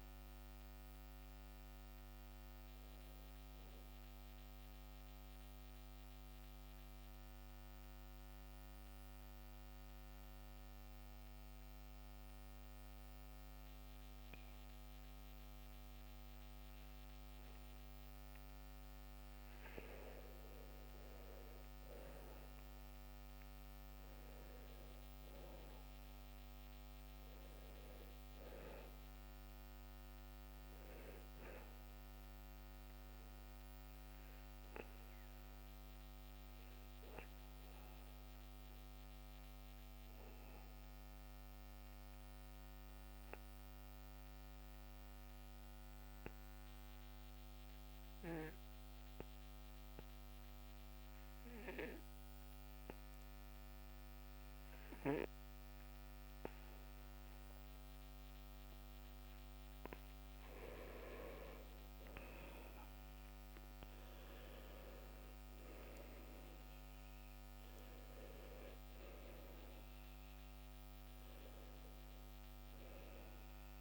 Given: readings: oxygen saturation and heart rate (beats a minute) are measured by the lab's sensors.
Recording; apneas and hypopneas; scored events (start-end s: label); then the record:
breathing in sleep by a microphone on the trachea; 2
0.00-14.50 s: oxygen desaturation (device-marked, oxygen 93% lowest, heart rate 63 extreme)
5.00-19.00 s: obstructive apnea (oxygen 98% before, 91% lowest, heart rate 69 before, 63 extreme, up 7 after)
20.00-25.50 s: arousal
29.50-51.50 s: oxygen desaturation (device-marked, oxygen 97% before, 92% lowest, heart rate 66 before, 64 extreme)
34.50-60.00 s: obstructive apnea (oxygen 97% before, 86% lowest, heart rate 67 before, 64 extreme, up 11 after)
61.00-66.00 s: arousal
61.50-73.81 s: oxygen desaturation (device-marked, oxygen 96% before, 86% lowest, heart rate 65 before, 60 extreme)
From the record:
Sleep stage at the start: N2 (light sleep); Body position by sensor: on the back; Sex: male